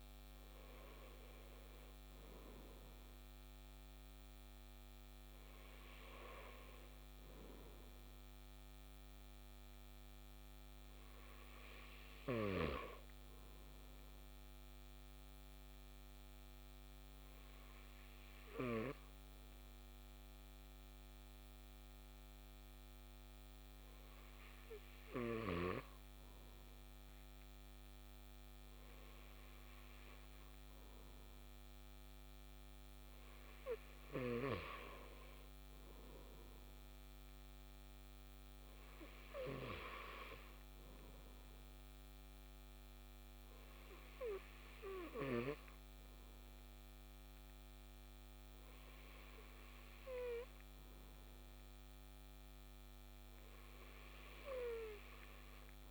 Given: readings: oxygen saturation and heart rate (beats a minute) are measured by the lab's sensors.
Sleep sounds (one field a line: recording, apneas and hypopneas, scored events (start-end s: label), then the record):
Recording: breathing in sleep by a microphone on the trachea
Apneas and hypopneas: none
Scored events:
none scored
From the record:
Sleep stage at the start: N2 (light sleep)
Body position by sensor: on the back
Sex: male